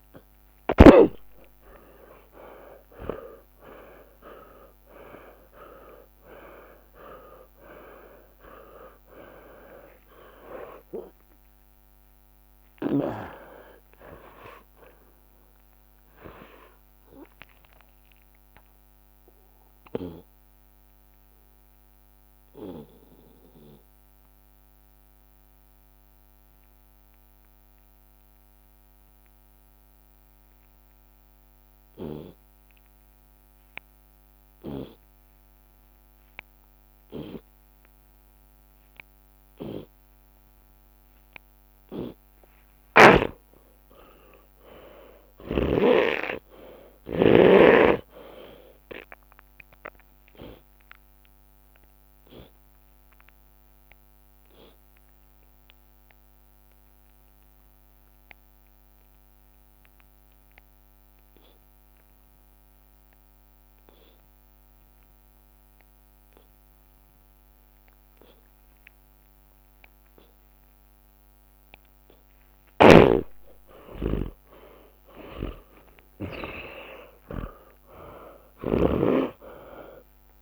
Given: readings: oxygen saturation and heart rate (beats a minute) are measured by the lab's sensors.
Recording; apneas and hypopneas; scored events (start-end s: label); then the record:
breathing in sleep by a microphone on the trachea; 2
0.00-1.00 s: long interval between heartbeats (device-marked, heart rate 111 extreme)
3.00-8.00 s: arousal
3.50-5.50 s: long interval between heartbeats (device-marked, heart rate 85 before, 87 extreme)
6.00-8.00 s: long interval between heartbeats (device-marked, heart rate 92 before, 85 extreme)
10.50-12.50 s: long interval between heartbeats (device-marked, heart rate 98 before, 63 extreme)
14.50-16.50 s: long interval between heartbeats (device-marked, heart rate 93 before, 100 extreme)
14.50-41.00 s: obstructive apnea (oxygen 96% before, 82% lowest)
22.50-28.50 s: drop in pulse transit time (device-marked)
31.50-33.50 s: long interval between heartbeats (device-marked)
34.50-36.50 s: long interval between heartbeats (device-marked, heart rate 69 before, 43 extreme)
37.50-47.50 s: drop in pulse transit time (device-marked, heart rate 60 before, 38 extreme)
42.00-44.00 s: long interval between heartbeats (device-marked, heart rate 49 before, 64 extreme)
42.50-49.50 s: tachycardia (device-marked, heart rate 54 before, 126 extreme)
43.50-47.00 s: arousal
44.00-46.00 s: long interval between heartbeats (device-marked, heart rate 46 before, 96 extreme)
46.50-48.50 s: long interval between heartbeats (device-marked, heart rate 46 before, 120 extreme)
49.50-51.50 s: long interval between heartbeats (device-marked, heart rate 58 before, 106 extreme)
50.50-80.42 s: oxygen desaturation (device-marked, oxygen 100% before, 82% lowest)
51.50-70.50 s: obstructive apnea (oxygen 100% before, 73% lowest)
52.50-54.50 s: long interval between heartbeats (device-marked, heart rate 73 before, 84 extreme)
54.50-56.50 s: long interval between heartbeats (device-marked, heart rate 81 before, 68 extreme)
56.50-58.50 s: long interval between heartbeats (device-marked, heart rate 84 before, 78 extreme)
61.50-63.50 s: long interval between heartbeats (device-marked, heart rate 90 before, 53 extreme)
63.50-77.50 s: drop in pulse transit time (device-marked, heart rate 89 before, 41 extreme)
64.00-66.00 s: long interval between heartbeats (device-marked, heart rate 89 before, 41 extreme)
66.50-68.50 s: long interval between heartbeats (device-marked, heart rate 80 before, 47 extreme)
68.50-70.50 s: long interval between heartbeats (device-marked, heart rate 72 before, 52 extreme)
70.50-72.50 s: long interval between heartbeats (device-marked, heart rate 66 before, 64 extreme)
72.50-77.00 s: arousal
72.50-79.00 s: snoring (device-marked)
73.00-75.00 s: long interval between heartbeats (device-marked, heart rate 62 before, 74 extreme)
From the record:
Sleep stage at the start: N2 (light sleep); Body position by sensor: on the left side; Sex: male